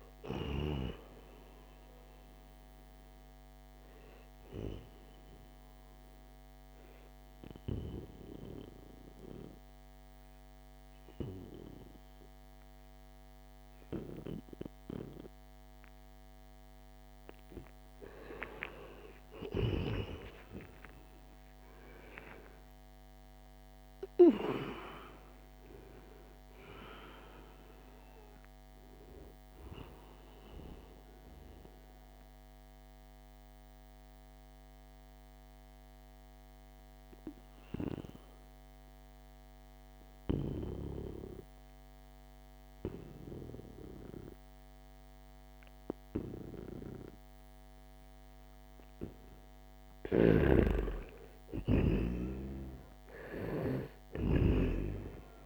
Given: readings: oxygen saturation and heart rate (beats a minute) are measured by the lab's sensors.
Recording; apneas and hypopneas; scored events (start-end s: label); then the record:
breathing in sleep by a microphone on the trachea; 2
0.00-7.00 s: oxygen desaturation (device-marked, oxygen 87% lowest, heart rate 74 extreme)
6.00-17.00 s: obstructive apnea (oxygen 94% before, 91% lowest, heart rate 79 before, 74 extreme, up 5 after)
18.50-25.00 s: arousal
26.00-37.00 s: oxygen desaturation (device-marked, oxygen 96% before, 92% lowest, heart rate 77 before, 71 extreme)
32.00-50.50 s: mixed apnea (oxygen 96% before, 89% lowest, heart rate 78 before, 71 extreme, up 5 after)
50.00-55.46 s: snoring (device-marked)
52.00-55.46 s: arousal
From the record:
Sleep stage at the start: N2 (light sleep); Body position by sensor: on the right side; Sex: male